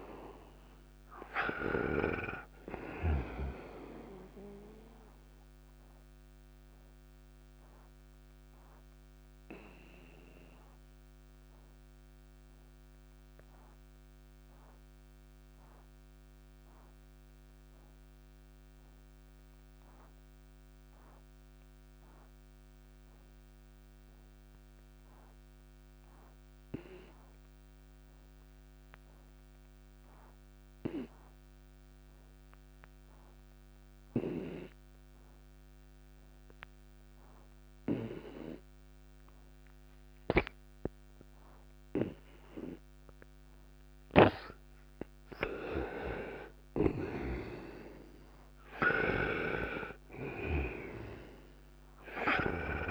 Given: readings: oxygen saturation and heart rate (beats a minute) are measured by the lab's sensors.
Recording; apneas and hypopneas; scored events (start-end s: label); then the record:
breathing in sleep by a microphone on the trachea; 1
0.00-2.00 s: snoring (device-marked)
0.00-27.50 s: oxygen desaturation (device-marked, oxygen 88% lowest, heart rate 56 extreme)
7.00-44.50 s: obstructive apnea (oxygen 97% before, 84% lowest, heart rate 66 before, 56 extreme, up 9 after)
38.50-52.91 s: oxygen desaturation (device-marked, oxygen 98% before, 84% lowest, heart rate 58 before, 58 extreme)
46.50-50.50 s: snoring (device-marked)
47.00-51.50 s: arousal
From the record:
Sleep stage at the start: N2 (light sleep); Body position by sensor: on the right side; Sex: male